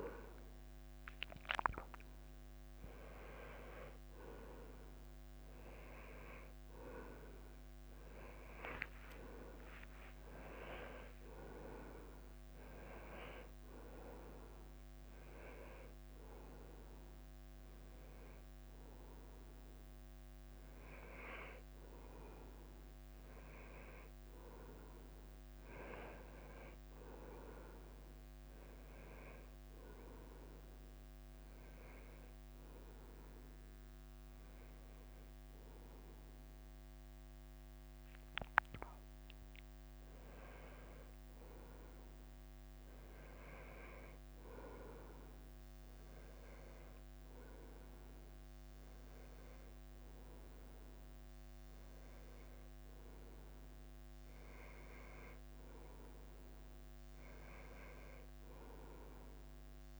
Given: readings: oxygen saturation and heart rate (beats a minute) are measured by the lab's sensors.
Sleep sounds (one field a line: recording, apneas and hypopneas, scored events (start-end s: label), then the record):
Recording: a person awake in a sleep study, by a microphone on the trachea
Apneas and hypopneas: none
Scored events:
0.00-16.00 s: oxygen desaturation (device-marked, oxygen 93% lowest, heart rate 89 extreme)
2.00-20.00 s: drop in pulse transit time (device-marked, heart rate 88 before, 92 extreme)
41.00-53.00 s: oxygen desaturation (device-marked, oxygen 98% before, 94% lowest, heart rate 92 before, 90 extreme)
From the record:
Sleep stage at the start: awake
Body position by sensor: on the front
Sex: male